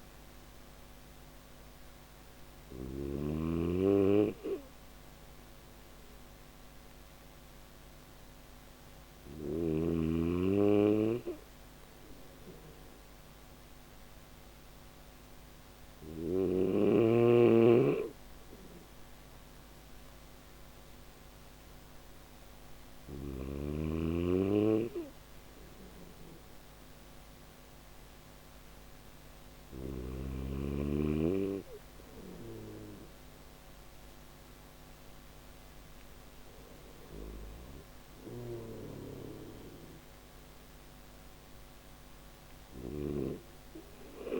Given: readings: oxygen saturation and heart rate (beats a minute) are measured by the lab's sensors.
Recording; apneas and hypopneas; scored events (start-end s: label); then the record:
breathing in sleep by a microphone on the trachea; none
37.00-44.40 s: snoring (device-marked)
From the record:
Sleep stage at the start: N3 (deep sleep); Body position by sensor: on the back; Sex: male